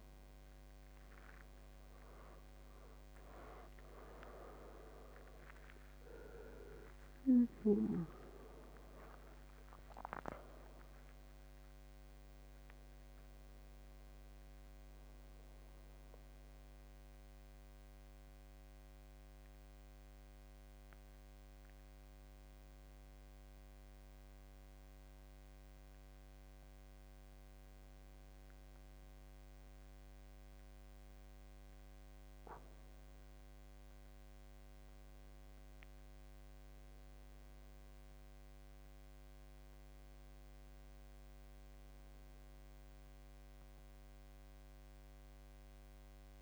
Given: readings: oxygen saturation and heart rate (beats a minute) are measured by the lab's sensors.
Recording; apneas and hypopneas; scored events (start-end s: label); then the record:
a person partly awake in a sleep study, by a microphone on the trachea; none
0.00-2.50 s: oxygen desaturation (device-marked, oxygen 88% lowest, heart rate 82 extreme)
4.50-46.42 s: new sleep stage, N1 (lightest sleep)
From the record:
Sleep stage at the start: awake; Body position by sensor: on the back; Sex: male